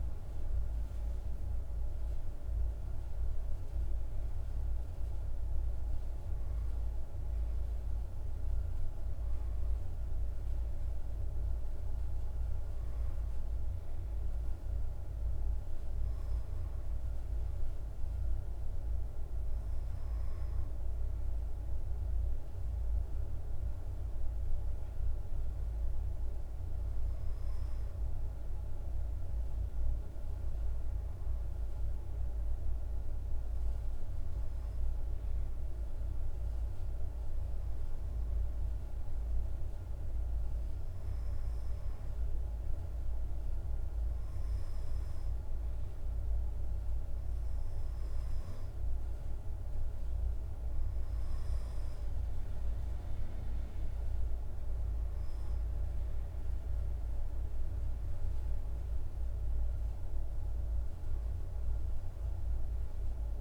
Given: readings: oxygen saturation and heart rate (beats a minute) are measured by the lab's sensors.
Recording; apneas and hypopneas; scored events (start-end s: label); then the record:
breathing in sleep, hard to hear, by a room microphone; none
36.50-63.41 s: new sleep stage, N2 (light sleep)
From the record:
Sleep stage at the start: N1 (lightest sleep); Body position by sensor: on the back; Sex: male